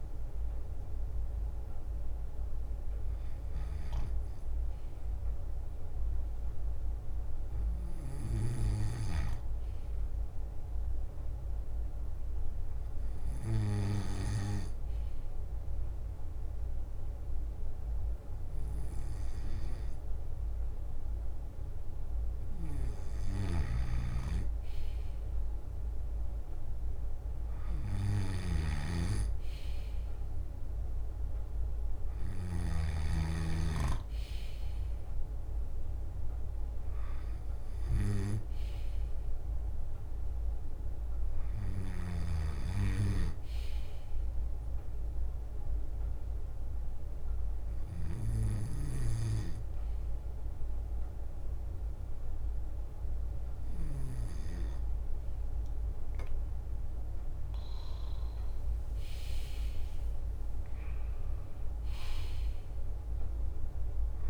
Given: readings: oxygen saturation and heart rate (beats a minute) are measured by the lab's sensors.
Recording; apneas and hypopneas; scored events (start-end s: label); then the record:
breathing in sleep by a room microphone; 2
0.00-4.00 s: leg movement (device-marked)
0.00-56.50 s: bradycardia (device-marked, heart rate 45 extreme)
5.50-7.50 s: long interval between heartbeats (device-marked, heart rate 60 before, 54 extreme)
9.00-17.50 s: leg movement (device-marked)
9.50-34.50 s: drop in pulse transit time (device-marked, heart rate 59 before, 46 extreme)
12.00-22.50 s: hypopnea (oxygen 98% before, 95% lowest, heart rate 57 before, 47 extreme, up 1 after)
18.00-25.50 s: leg movement (device-marked)
23.00-25.00 s: long interval between heartbeats (device-marked, heart rate 52 before, 55 extreme)
23.00-32.50 s: snoring (device-marked)
23.50-27.50 s: arousal
26.50-29.00 s: leg movement (device-marked)
44.50-56.00 s: hypopnea (oxygen 98% before, 95% lowest, heart rate 54 before, 54 extreme, up 9 after)
58.00-61.50 s: arousal
58.50-63.50 s: leg movement (device-marked)
From the record:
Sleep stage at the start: N2 (light sleep); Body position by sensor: on the left side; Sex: male